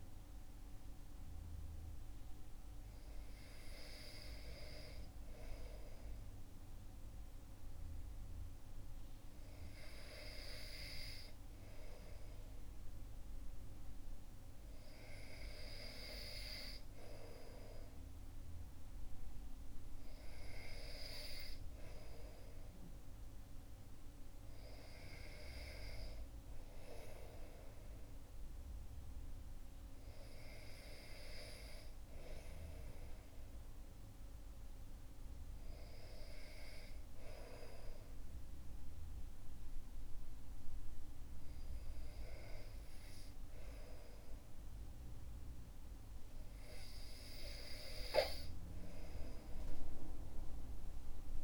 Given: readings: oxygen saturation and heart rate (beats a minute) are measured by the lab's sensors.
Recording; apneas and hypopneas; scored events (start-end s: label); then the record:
breathing in sleep by a room microphone; none
none scored
From the record:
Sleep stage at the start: REM sleep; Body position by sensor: on the back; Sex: male